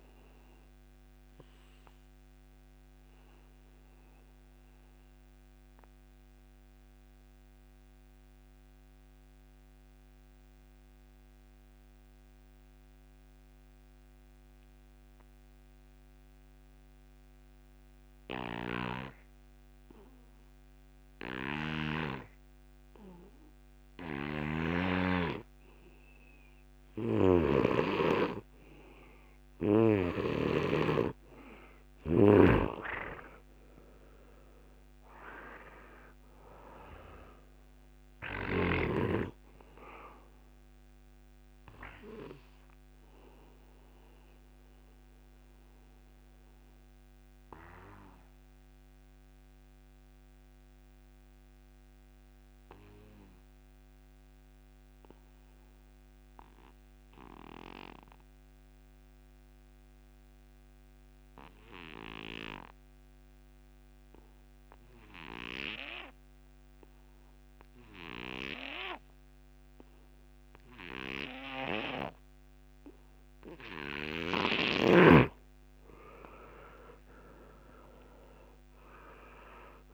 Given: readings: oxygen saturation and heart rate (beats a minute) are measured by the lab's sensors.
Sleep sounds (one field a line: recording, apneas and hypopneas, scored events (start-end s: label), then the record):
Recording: breathing in sleep by a microphone on the trachea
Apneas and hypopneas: 2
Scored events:
0.00-15.00 s: oxygen desaturation (device-marked, oxygen 82% lowest)
1.50-26.50 s: obstructive apnea (oxygen 99% before, 82% lowest)
20.00-59.00 s: oxygen desaturation (device-marked, oxygen 98% before, 82% lowest)
30.00-33.50 s: arousal
42.00-73.00 s: obstructive apnea (oxygen 98% before, 82% lowest)
66.00-79.94 s: oxygen desaturation (device-marked, oxygen 98% before, 82% lowest)
76.00-79.94 s: arousal
From the record:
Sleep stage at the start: N2 (light sleep)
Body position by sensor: on the back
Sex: male